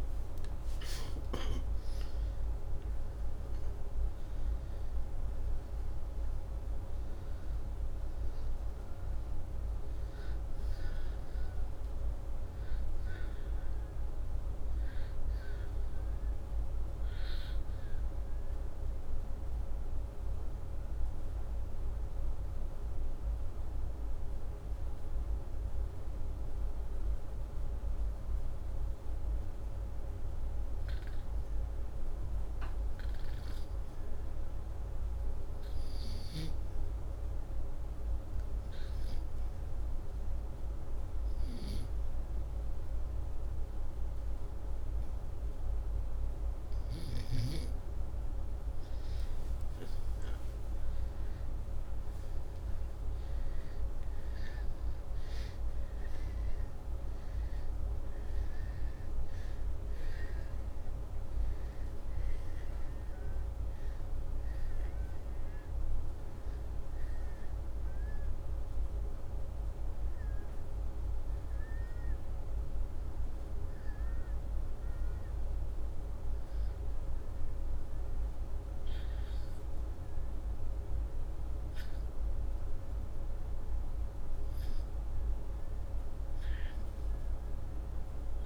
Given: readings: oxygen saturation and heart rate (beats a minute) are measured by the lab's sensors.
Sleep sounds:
breathing in sleep, hard to hear, by a room microphone; 3
0.00-29.50 s: oxygen desaturation (device-marked, oxygen 91% lowest, heart rate 73 extreme)
17.50-29.50 s: hypopnea (oxygen 98% before, 91% lowest, heart rate 81 before, 73 extreme)
29.50-33.00 s: arousal
37.50-48.00 s: hypopnea (oxygen 98% before, 94% lowest, heart rate 77 before, 75 extreme, up 8 after)
49.50-53.50 s: arousal
69.50-79.50 s: hypopnea (oxygen 98% before, 93% lowest, heart rate 80 before, 75 extreme, up 7 after)
82.00-85.50 s: arousal
From the record:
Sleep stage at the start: N2 (light sleep); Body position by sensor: upright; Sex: male

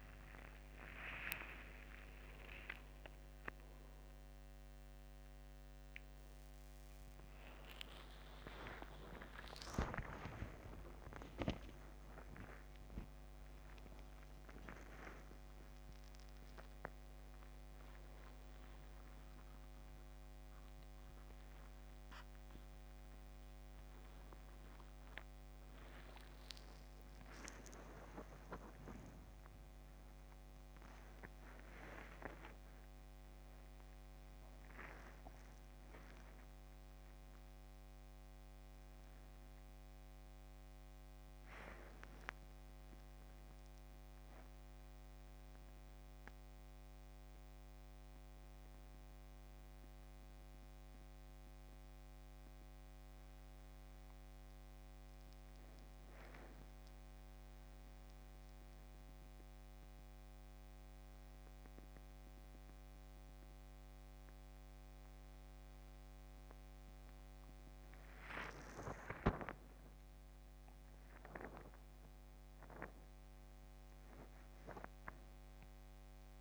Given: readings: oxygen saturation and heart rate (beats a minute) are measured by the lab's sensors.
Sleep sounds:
a person awake in a sleep study, by a microphone on the trachea; none
none scored
From the record:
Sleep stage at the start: awake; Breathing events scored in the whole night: 185 in 4.1 hours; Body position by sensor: upright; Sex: male

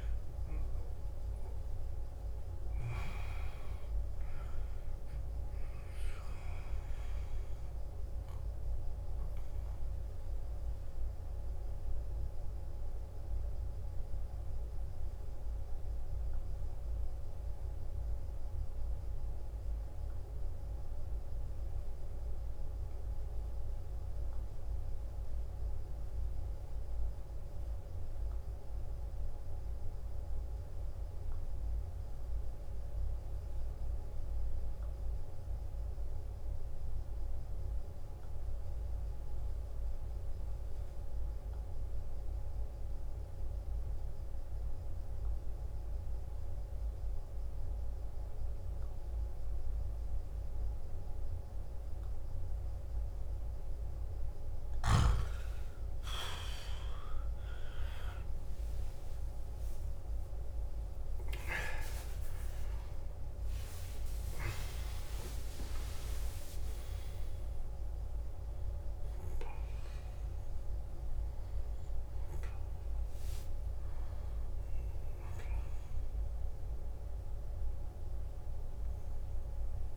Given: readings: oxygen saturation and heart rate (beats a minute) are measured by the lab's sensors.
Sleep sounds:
breathing in sleep, hard to hear, by a room microphone; 1
0.00-23.00 s: oxygen desaturation (device-marked, oxygen 89% lowest, heart rate 53 extreme)
10.50-54.00 s: obstructive apnea (oxygen 97% before, 88% lowest, heart rate 64 before, 53 extreme, up 16 after)
38.00-68.00 s: oxygen desaturation (device-marked, oxygen 98% before, 89% lowest, heart rate 54 before, 52 extreme)
56.00-61.00 s: arousal
56.00-79.97 s: new sleep stage, N1 (lightest sleep)
75.00-79.97 s: oxygen desaturation (device-marked, oxygen 92% before, 88% lowest, heart rate 68 before, 52 extreme)
From the record:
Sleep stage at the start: N2 (light sleep); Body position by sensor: on the back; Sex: male

